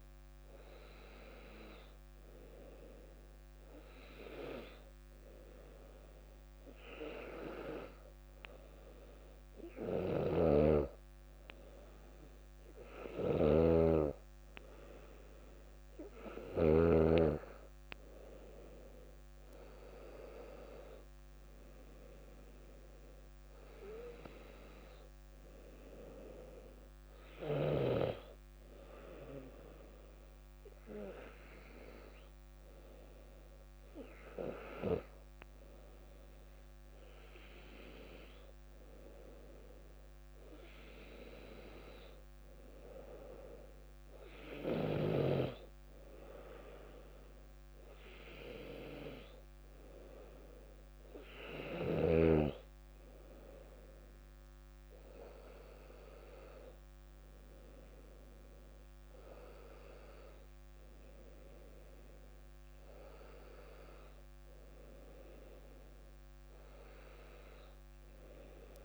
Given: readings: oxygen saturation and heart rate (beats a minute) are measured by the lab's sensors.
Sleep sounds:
breathing in sleep by a microphone on the trachea; none
10.50-17.00 s: snoring (device-marked)
57.00-61.50 s: arousal
From the record:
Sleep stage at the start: N2 (light sleep); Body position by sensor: on the back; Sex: female

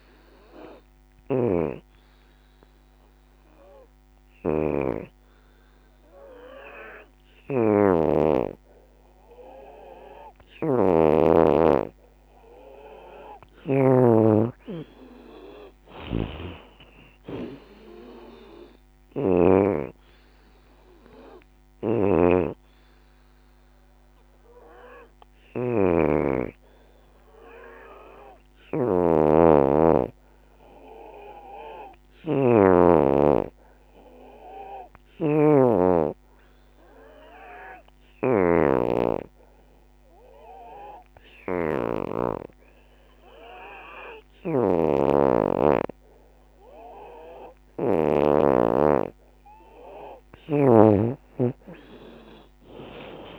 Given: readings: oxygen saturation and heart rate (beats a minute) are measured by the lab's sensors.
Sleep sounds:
breathing in sleep by a microphone on the trachea; 2
0.00-3.00 s: drop in pulse transit time (device-marked, heart rate 84 extreme)
0.00-4.00 s: oxygen desaturation (device-marked, oxygen 84% lowest, heart rate 68 extreme)
2.00-12.50 s: obstructive apnea (oxygen 92% before, 83% lowest, heart rate 80 before, 66 extreme, up 21 after)
14.00-24.00 s: drop in pulse transit time (device-marked, heart rate 83 before, 79 extreme)
14.50-18.00 s: arousal
16.00-33.00 s: oxygen desaturation (device-marked, oxygen 92% before, 85% lowest, heart rate 82 before, 66 extreme)
33.00-48.50 s: obstructive apnea (oxygen 92% before, 83% lowest, heart rate 79 before, 70 extreme, up 22 after)
35.00-53.39 s: oxygen desaturation (device-marked, oxygen 92% before, 83% lowest, heart rate 79 before, 66 extreme)
50.50-53.39 s: arousal
51.00-53.39 s: drop in pulse transit time (device-marked, heart rate 75 before, 81 extreme)
From the record:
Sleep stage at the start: N2 (light sleep); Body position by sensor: on the back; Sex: female

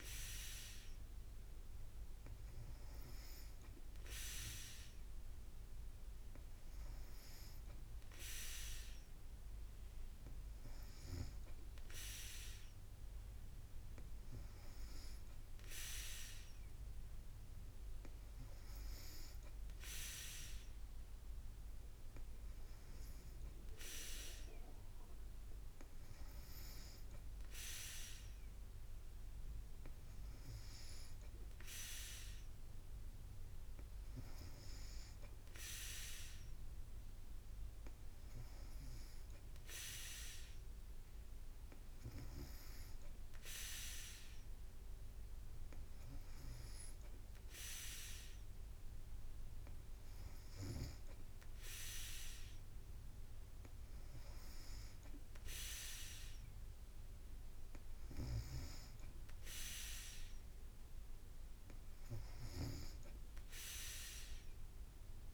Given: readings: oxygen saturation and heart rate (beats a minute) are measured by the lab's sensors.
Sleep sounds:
breathing in sleep by a room microphone; none
none scored
From the record:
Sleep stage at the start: N2 (light sleep); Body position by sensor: on the back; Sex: female

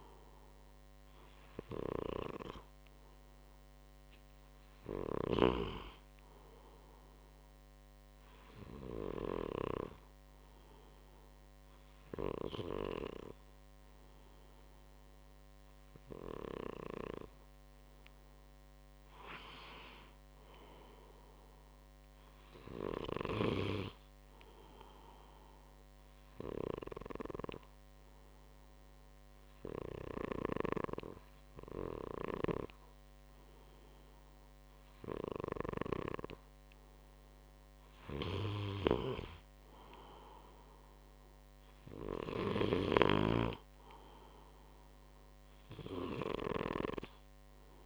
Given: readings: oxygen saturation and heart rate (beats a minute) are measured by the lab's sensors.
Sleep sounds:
breathing in sleep by a microphone on the trachea; 2
8.50-19.50 s: obstructive apnea (oxygen 97% before, 93% lowest, heart rate 63 before, 63 extreme, up 2 after)
20.50-23.00 s: arousal
25.00-35.50 s: obstructive apnea (oxygen 96% before, 93% lowest, heart rate 66 before, 63 extreme, up 2 after)
37.50-41.00 s: arousal
42.50-47.85 s: snoring (device-marked)
From the record:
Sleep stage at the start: N2 (light sleep); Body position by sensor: on the right side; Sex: male

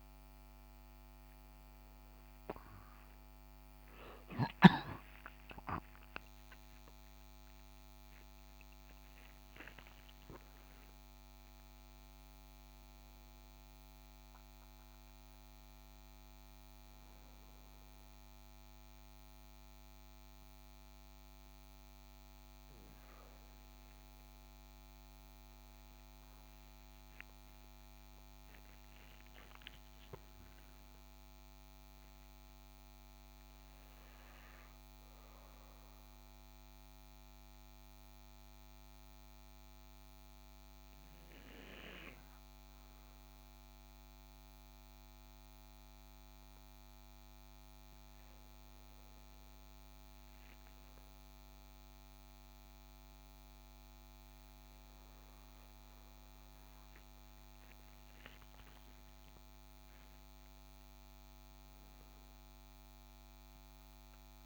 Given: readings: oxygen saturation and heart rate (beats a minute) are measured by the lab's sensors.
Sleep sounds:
a person partly awake in a sleep study, hard to hear, by a microphone on the trachea; 1
12.00-42.00 s: new sleep stage, N1 (lightest sleep)
36.50-47.50 s: mixed apnea (oxygen 98% before, 94% lowest, heart rate 67 before, 55 extreme, up 15 after)
42.00-64.46 s: new sleep stage, N2 (light sleep)
49.50-53.00 s: arousal
From the record:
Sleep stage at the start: awake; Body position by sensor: on the right side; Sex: male

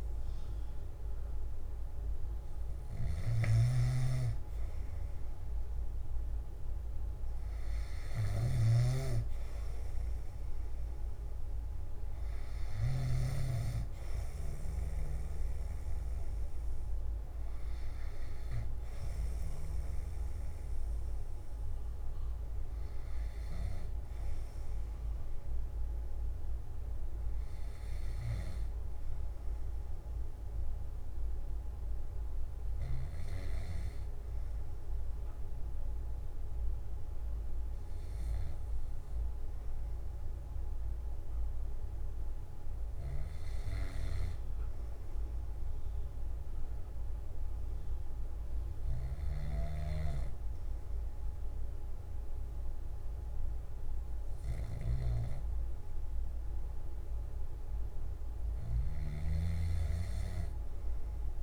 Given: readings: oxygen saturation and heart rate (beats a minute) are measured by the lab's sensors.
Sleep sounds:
breathing in sleep by a room microphone; none
3.50-9.00 s: snoring (device-marked)
From the record:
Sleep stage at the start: N2 (light sleep); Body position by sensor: on the back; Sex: male

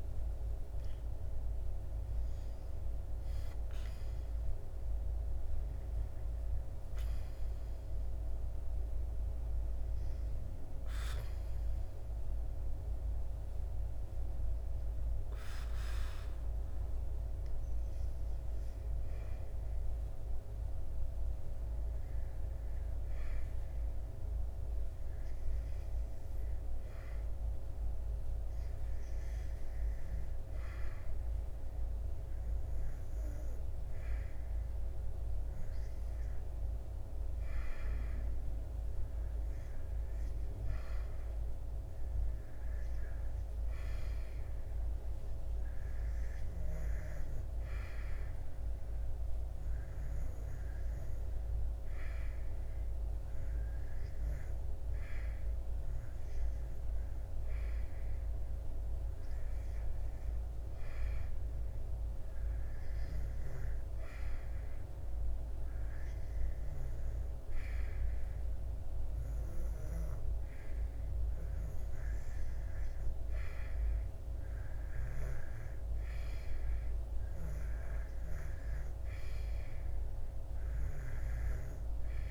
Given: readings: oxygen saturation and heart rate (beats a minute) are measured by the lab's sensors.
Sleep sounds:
breathing in sleep, hard to hear, by a room microphone; 2
0.00-11.00 s: oxygen desaturation (device-marked, oxygen 90% lowest, heart rate 68 extreme)
14.50-34.50 s: hypopnea (oxygen 95% before, 91% lowest, heart rate 80 before, 74 extreme, up 4 after)
15.00-82.31 s: new sleep stage, REM sleep
36.50-40.00 s: arousal
38.00-53.00 s: oxygen desaturation (device-marked, oxygen 97% before, 92% lowest, heart rate 75 before, 78 extreme)
62.00-73.00 s: hypopnea (oxygen 97% before, 91% lowest, heart rate 79 before, 83 extreme, up 3 after)
75.50-79.50 s: arousal
From the record:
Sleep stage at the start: N2 (light sleep); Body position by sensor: on the back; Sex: male

